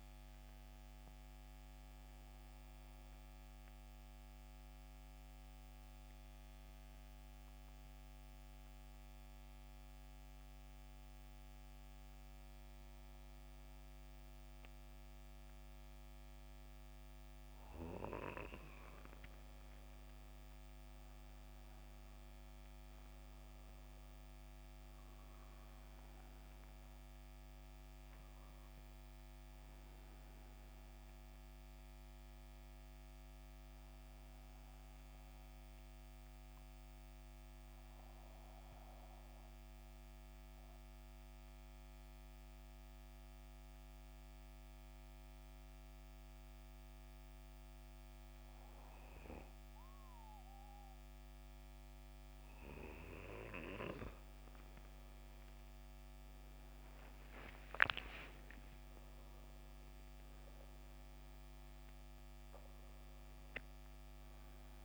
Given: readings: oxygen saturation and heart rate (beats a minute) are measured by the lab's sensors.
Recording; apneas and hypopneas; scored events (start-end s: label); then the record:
breathing in sleep by a microphone on the trachea; 2
5.00-17.00 s: mixed apnea (oxygen 89% before, 85% lowest, heart rate 81 before, 69 extreme, up 11 after)
20.50-25.50 s: arousal
30.00-48.00 s: oxygen desaturation (device-marked, oxygen 93% before, 87% lowest, heart rate 76 before, 65 extreme)
37.50-52.50 s: mixed apnea (oxygen 93% before, 86% lowest, heart rate 80 before, 65 extreme, up 5 after)
56.00-60.00 s: arousal
61.00-64.85 s: oxygen desaturation (device-marked, oxygen 93% before, 86% lowest, heart rate 72 before, 72 extreme)
From the record:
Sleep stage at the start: N2 (light sleep); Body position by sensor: on the back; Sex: male